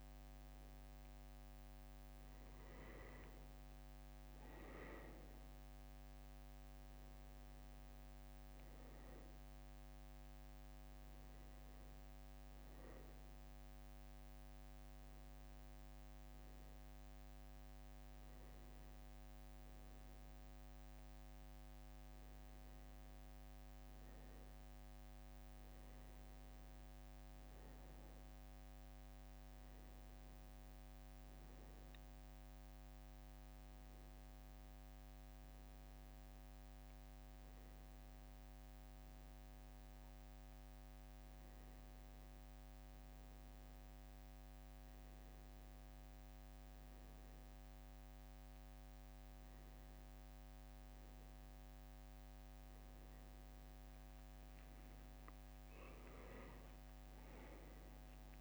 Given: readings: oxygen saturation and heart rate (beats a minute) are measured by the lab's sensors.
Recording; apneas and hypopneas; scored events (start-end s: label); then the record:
a person partly awake in a sleep study, hard to hear, by a microphone on the trachea; none
2.50-58.41 s: new sleep stage, N1 (lightest sleep)
56.00-57.50 s: leg movement (device-marked)
From the record:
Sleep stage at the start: awake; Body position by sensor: on the back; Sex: male